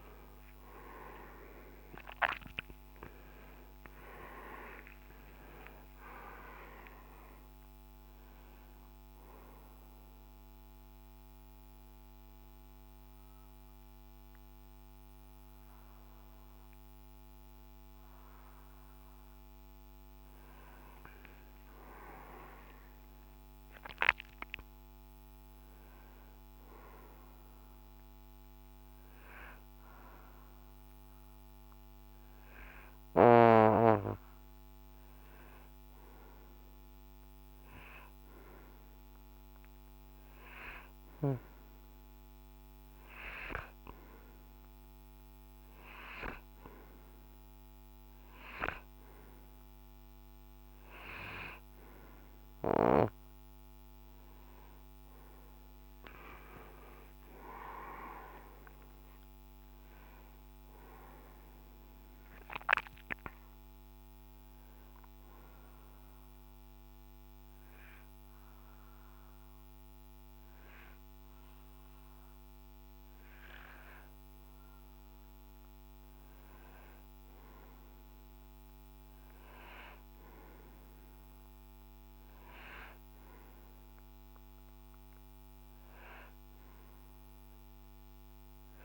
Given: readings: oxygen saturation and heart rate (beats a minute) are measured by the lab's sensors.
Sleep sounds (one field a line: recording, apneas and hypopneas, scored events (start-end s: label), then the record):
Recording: breathing in sleep by a microphone on the trachea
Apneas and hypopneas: 3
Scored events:
0.00-5.00 s: arousal
6.50-23.50 s: oxygen desaturation (device-marked, oxygen 97% before, 92% lowest, heart rate 68 before, 53 extreme)
11.00-21.00 s: obstructive apnea (oxygen 97% before, 92% lowest, heart rate 73 before, 53 extreme, up 12 after)
22.00-26.00 s: arousal
38.00-49.00 s: hypopnea (oxygen 97% before, 92% lowest, heart rate 65 before, 54 extreme, up 14 after)
56.00-61.00 s: arousal
65.50-77.50 s: hypopnea (oxygen 95% before, 92% lowest, heart rate 67 before, 57 extreme, up 11 after)
80.00-84.50 s: arousal
85.50-88.85 s: oxygen desaturation (device-marked, oxygen 96% before, 93% lowest, heart rate 67 before, 58 extreme)
From the record:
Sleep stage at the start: N2 (light sleep)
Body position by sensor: on the right side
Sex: male